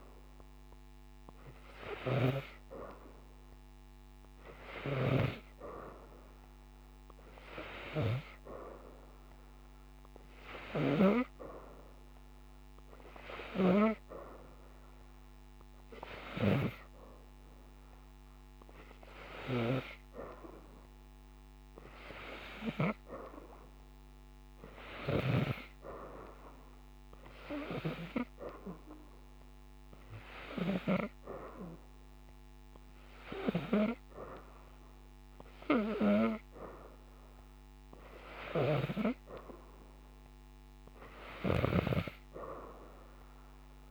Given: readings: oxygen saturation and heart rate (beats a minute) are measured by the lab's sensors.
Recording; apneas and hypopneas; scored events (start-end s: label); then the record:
breathing in sleep by a microphone on the trachea; none
none scored
From the record:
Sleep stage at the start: N3 (deep sleep); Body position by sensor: upright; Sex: female